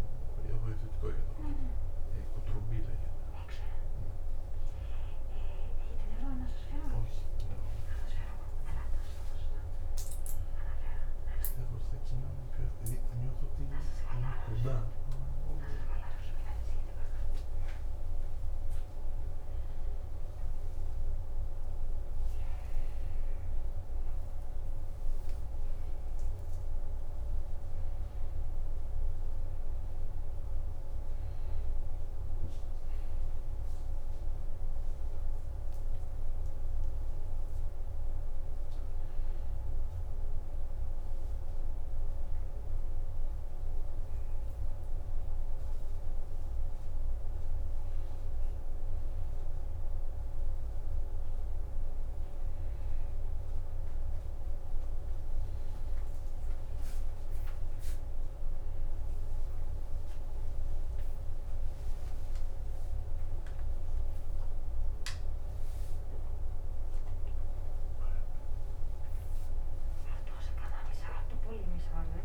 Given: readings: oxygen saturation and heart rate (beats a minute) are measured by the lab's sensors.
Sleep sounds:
a person awake in a sleep study, hard to hear, by a room microphone; none
47.00-54.00 s: oxygen desaturation (device-marked, oxygen 98% before, 95% lowest, heart rate 98 before, 82 extreme)
From the record:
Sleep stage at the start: awake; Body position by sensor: upright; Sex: male

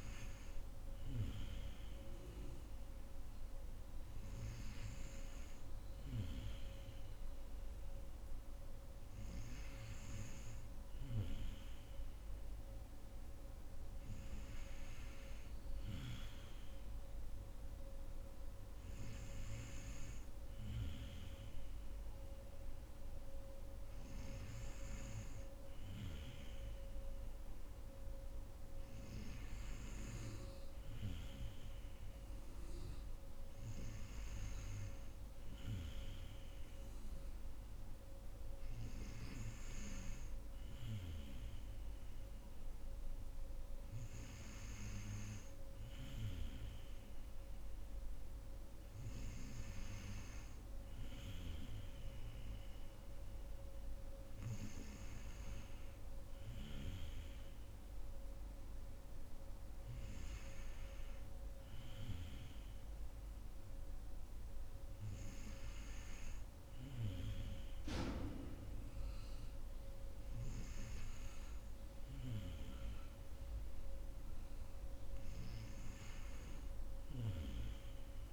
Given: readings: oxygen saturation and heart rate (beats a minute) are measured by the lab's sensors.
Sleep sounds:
breathing in sleep by a room microphone; none
none scored
From the record:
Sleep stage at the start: N2 (light sleep); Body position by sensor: on the right side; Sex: female

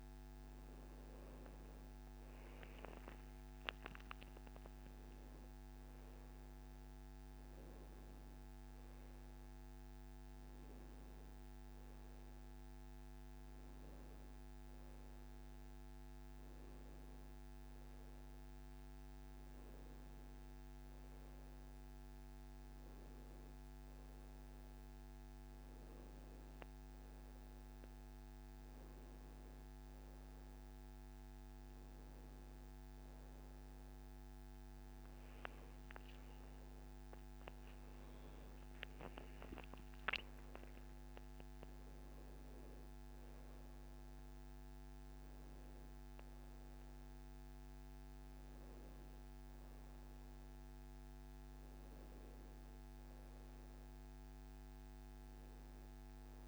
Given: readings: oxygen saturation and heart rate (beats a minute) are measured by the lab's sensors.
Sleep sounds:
a person awake in a sleep study, hard to hear, by a microphone on the trachea; none
0.00-1.00 s: arousal
0.00-15.00 s: oxygen desaturation (device-marked, oxygen 96% before, 90% lowest, heart rate 68 before, 71 extreme)
21.00-56.48 s: new sleep stage, awake
From the record:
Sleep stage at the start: N1 (lightest sleep); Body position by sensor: on the back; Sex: male

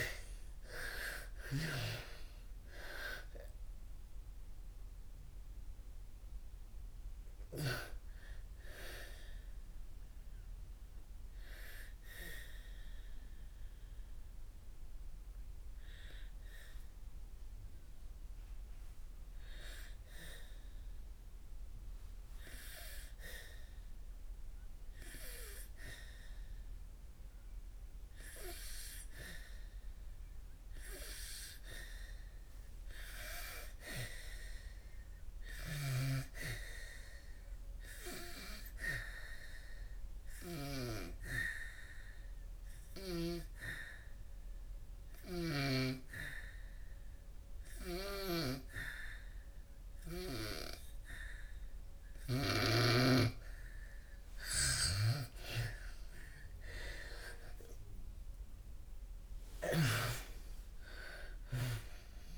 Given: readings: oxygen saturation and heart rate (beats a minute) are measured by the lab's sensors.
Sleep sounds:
breathing in sleep by a room microphone; 2
0.00-1.00 s: arousal
0.00-24.50 s: oxygen desaturation (device-marked, oxygen 83% lowest, heart rate 54 extreme)
11.50-29.50 s: hypopnea (oxygen 95% before, 83% lowest, heart rate 63 before, 61 extreme, up 9 after)
32.00-35.50 s: arousal
39.50-52.50 s: oxygen desaturation (device-marked, oxygen 98% before, 92% lowest, heart rate 65 before, 57 extreme)
39.50-53.00 s: obstructive apnea (oxygen 98% before, 79% lowest, heart rate 65 before, 57 extreme, up 6 after)
54.50-59.50 s: arousal
54.50-62.38 s: oxygen desaturation (device-marked, oxygen 94% before, 85% lowest, heart rate 70 before, 57 extreme)
From the record:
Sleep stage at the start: N2 (light sleep); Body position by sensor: on the back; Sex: female

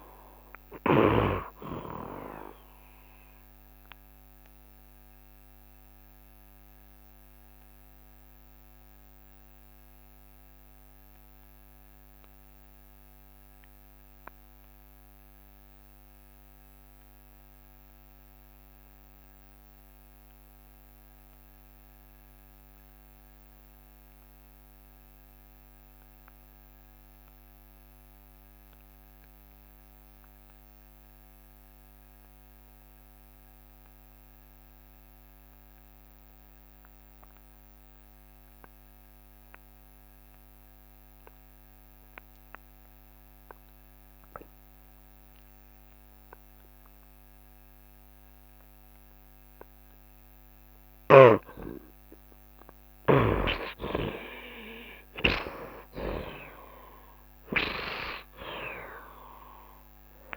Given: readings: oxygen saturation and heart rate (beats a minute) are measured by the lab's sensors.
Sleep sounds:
breathing in sleep by a microphone on the trachea; 1
0.00-1.50 s: snoring (device-marked)
0.00-16.00 s: oxygen desaturation (device-marked, oxygen 69% lowest, heart rate 69 extreme)
6.00-51.00 s: obstructive apnea (oxygen 75% before, 64% lowest, heart rate 74 before, 69 extreme, up 3 after)
21.00-60.37 s: oxygen desaturation (device-marked, oxygen 90% before, 64% lowest, heart rate 72 before, 69 extreme)
52.50-58.00 s: arousal
From the record:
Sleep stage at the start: N2 (light sleep); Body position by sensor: on the right side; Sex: male

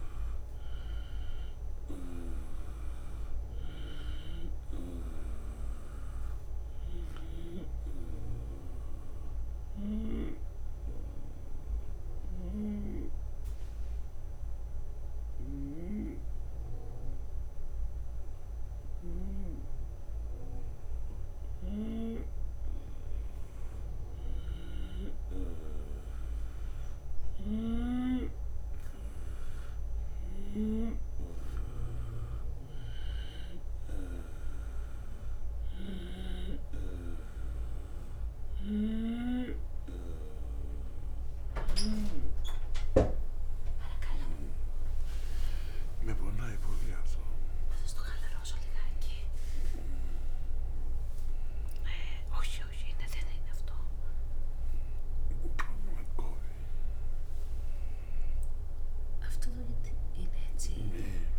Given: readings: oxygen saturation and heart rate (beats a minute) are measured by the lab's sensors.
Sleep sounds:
a person partly awake in a sleep study, by a room microphone; 1
0.00-1.50 s: arousal
7.50-22.50 s: obstructive apnea (oxygen 94% before, 92% lowest, heart rate 83 before, 81 extreme, up 1 after)
12.00-19.00 s: snoring (device-marked)
27.00-39.00 s: oxygen desaturation (device-marked, oxygen 95% before, 92% lowest, heart rate 83 before, 81 extreme)
30.00-36.00 s: snoring (device-marked)
36.00-61.39 s: new sleep stage, awake
45.00-57.00 s: drop in pulse transit time (device-marked, heart rate 82 before, 81 extreme)
55.00-61.39 s: tachycardia (device-marked, heart rate 41 before, 130 extreme)
59.00-61.00 s: long interval between heartbeats (device-marked, heart rate 85 before, 123 extreme)
From the record:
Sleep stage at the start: N2 (light sleep); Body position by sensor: on the right side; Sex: male

